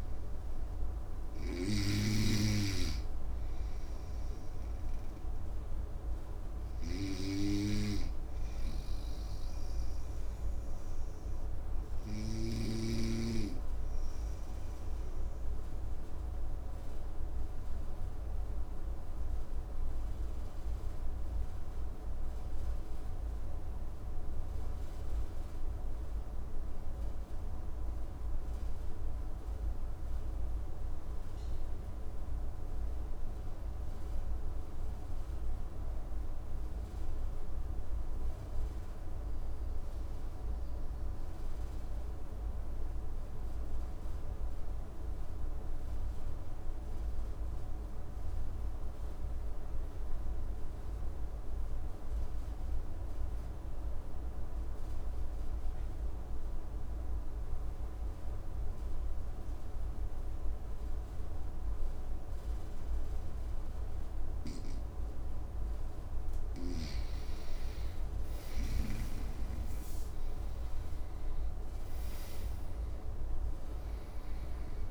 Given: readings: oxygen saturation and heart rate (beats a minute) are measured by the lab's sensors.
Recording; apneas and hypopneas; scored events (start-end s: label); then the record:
breathing in sleep by a room microphone; 1
0.00-23.50 s: oxygen desaturation (device-marked, oxygen 91% lowest, heart rate 53 extreme)
1.00-12.50 s: snoring (device-marked)
9.00-63.00 s: obstructive apnea (oxygen 98% before, 85% lowest, heart rate 62 before, 53 extreme, up 7 after)
41.50-74.91 s: oxygen desaturation (device-marked, oxygen 99% before, 89% lowest, heart rate 54 before, 54 extreme)
66.50-71.50 s: arousal
From the record:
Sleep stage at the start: N2 (light sleep); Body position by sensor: on the right side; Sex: male